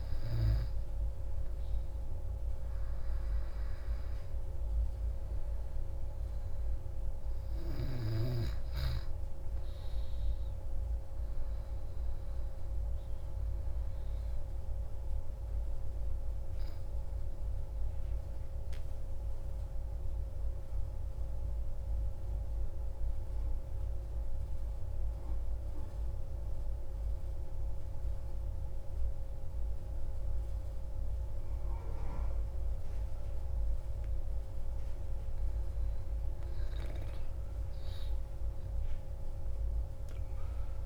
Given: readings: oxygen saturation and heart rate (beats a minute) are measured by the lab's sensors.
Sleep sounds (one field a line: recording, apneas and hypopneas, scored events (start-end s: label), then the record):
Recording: breathing in sleep, hard to hear, by a room microphone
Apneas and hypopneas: 1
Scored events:
13.00-34.50 s: obstructive apnea (oxygen 94% before, 93% lowest, heart rate 65 before, 61 extreme, up 4 after)
36.00-40.50 s: arousal
From the record:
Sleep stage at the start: N2 (light sleep)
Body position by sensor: on the back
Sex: male